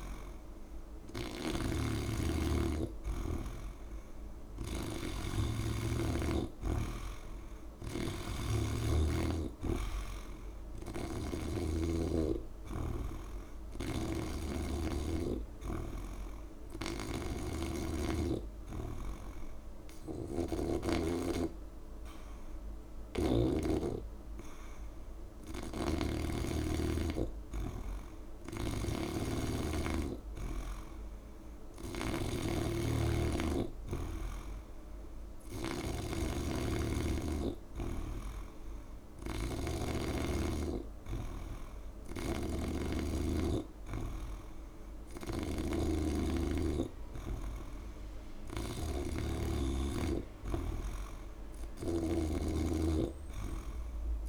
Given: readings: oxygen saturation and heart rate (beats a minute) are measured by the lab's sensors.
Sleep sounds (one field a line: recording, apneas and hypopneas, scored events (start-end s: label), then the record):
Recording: breathing in sleep by a room microphone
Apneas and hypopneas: 1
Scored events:
0.00-26.00 s: oxygen desaturation (device-marked, oxygen 89% lowest)
2.50-4.50 s: long interval between heartbeats (device-marked, heart rate 43 before, 52 extreme)
4.50-23.50 s: snoring (device-marked)
7.00-9.00 s: long interval between heartbeats (device-marked, heart rate 47 before, 36 extreme)
11.00-13.00 s: long interval between heartbeats (device-marked, heart rate 46 before, 50 extreme)
14.50-16.50 s: long interval between heartbeats (device-marked, heart rate 48 before, 58 extreme)
18.00-28.50 s: hypopnea (oxygen 97% before, 88% lowest)
28.00-30.00 s: long interval between heartbeats (device-marked, heart rate 56 before, 60 extreme)
28.00-35.50 s: snoring (device-marked)
30.00-33.00 s: arousal
32.50-34.50 s: long interval between heartbeats (device-marked, heart rate 60 before, 57 extreme)
38.00-49.00 s: oxygen desaturation (device-marked, oxygen 94% before, 90% lowest)
41.50-43.50 s: long interval between heartbeats (device-marked)
45.00-47.00 s: long interval between heartbeats (device-marked)
45.00-52.00 s: snoring (device-marked)
48.50-50.50 s: long interval between heartbeats (device-marked, heart rate 43 before, 44 extreme)
From the record:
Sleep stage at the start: N2 (light sleep)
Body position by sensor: on the back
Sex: male